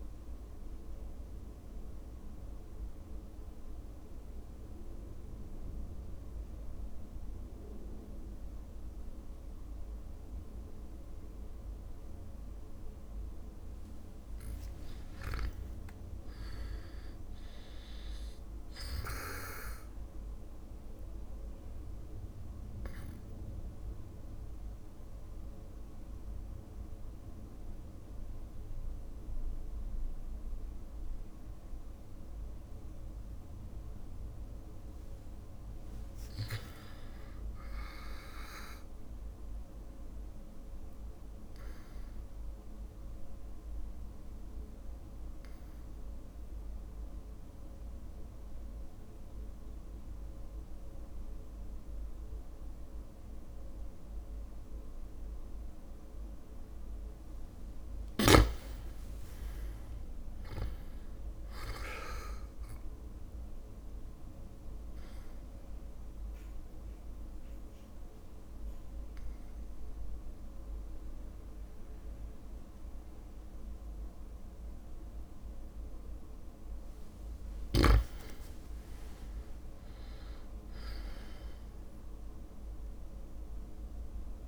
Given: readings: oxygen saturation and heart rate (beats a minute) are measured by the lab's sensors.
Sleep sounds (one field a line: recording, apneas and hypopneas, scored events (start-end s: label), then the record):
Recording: breathing in sleep by a room microphone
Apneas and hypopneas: 4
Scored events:
0.50-14.00 s: obstructive apnea (oxygen 100% before, 96% lowest, heart rate 59 before, 55 extreme, up 5 after)
16.00-19.00 s: arousal
17.50-28.50 s: drop in pulse transit time (device-marked, heart rate 58 before, 58 extreme)
21.00-35.00 s: obstructive apnea (oxygen 100% before, 94% lowest, heart rate 58 before, 57 extreme, up 2 after)
36.50-39.50 s: arousal
42.50-56.50 s: obstructive apnea (oxygen 100% before, 94% lowest, heart rate 59 before, 56 extreme, up 3 after)
58.50-61.50 s: arousal
64.00-75.00 s: obstructive apnea (oxygen 99% before, 94% lowest, heart rate 58 before, 56 extreme, up 4 after)
73.50-84.48 s: drop in pulse transit time (device-marked, heart rate 59 before, 56 extreme)
75.50-84.48 s: oxygen desaturation (device-marked, oxygen 98% before, 94% lowest, heart rate 59 before, 56 extreme)
From the record:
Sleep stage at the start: N2 (light sleep)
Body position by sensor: on the back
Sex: male